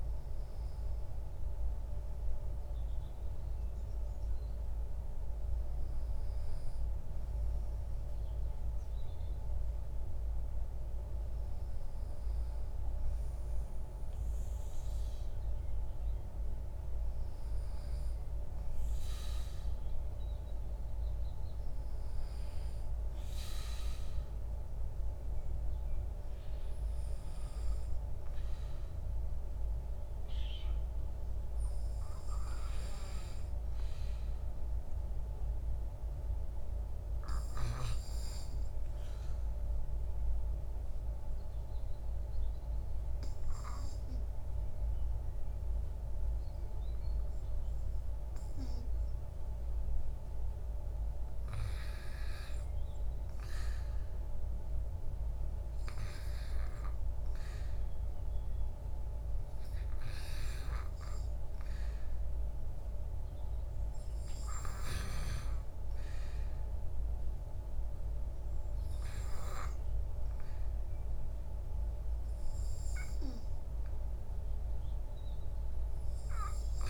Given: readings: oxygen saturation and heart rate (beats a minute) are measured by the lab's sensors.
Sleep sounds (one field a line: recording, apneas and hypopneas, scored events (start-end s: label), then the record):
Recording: breathing in sleep, hard to hear, by a room microphone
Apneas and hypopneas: 1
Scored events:
38.00-51.00 s: obstructive apnea (oxygen 97% before, 94% lowest, heart rate 62 before, 59 extreme, up 1 after)
52.00-57.00 s: arousal
57.50-70.50 s: oxygen desaturation (device-marked, oxygen 97% before, 94% lowest, heart rate 62 before, 53 extreme)
From the record:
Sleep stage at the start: N2 (light sleep)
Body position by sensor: on the right side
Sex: male